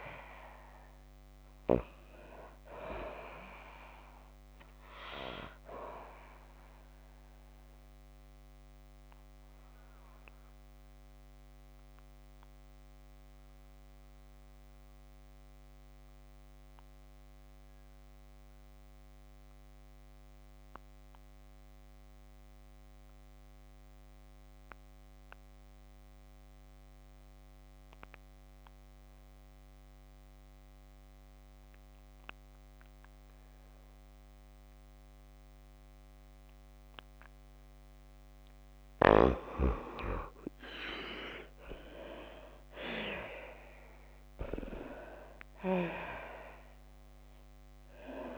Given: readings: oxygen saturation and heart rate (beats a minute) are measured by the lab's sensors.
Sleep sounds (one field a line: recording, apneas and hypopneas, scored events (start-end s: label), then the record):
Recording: breathing in sleep by a microphone on the trachea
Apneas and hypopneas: 1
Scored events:
7.50-37.00 s: obstructive apnea (oxygen 96% before, 85% lowest, heart rate 73 before, 55 extreme, up 56 after)
30.00-40.00 s: oxygen desaturation (device-marked, oxygen 95% before, 88% lowest, heart rate 95 before, 87 extreme)
40.50-44.50 s: arousal
From the record:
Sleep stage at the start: N2 (light sleep)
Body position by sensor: on the back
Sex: female